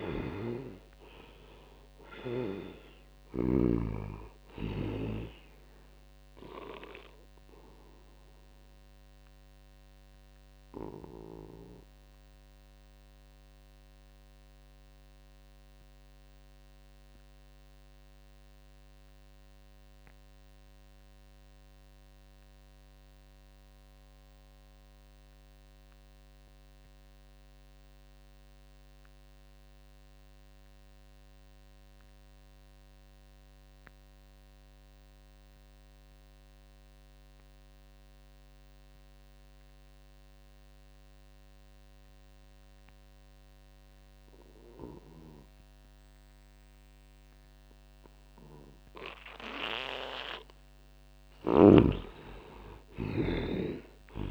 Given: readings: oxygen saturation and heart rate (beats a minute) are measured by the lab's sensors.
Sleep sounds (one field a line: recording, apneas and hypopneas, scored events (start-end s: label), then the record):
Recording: breathing in sleep by a microphone on the trachea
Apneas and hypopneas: 1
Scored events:
0.00-1.00 s: arousal
0.00-3.50 s: snoring (device-marked)
0.00-20.00 s: oxygen desaturation (device-marked, oxygen 70% lowest, heart rate 54 extreme)
7.00-49.50 s: obstructive apnea (oxygen 93% before, 68% lowest, heart rate 63 before, 74 extreme, up 8 after)
32.00-54.31 s: oxygen desaturation (device-marked, oxygen 98% before, 68% lowest, heart rate 79 before, 65 extreme)
51.00-54.31 s: snoring (device-marked)
51.50-54.31 s: arousal
From the record:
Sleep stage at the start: REM sleep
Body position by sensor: on the back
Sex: male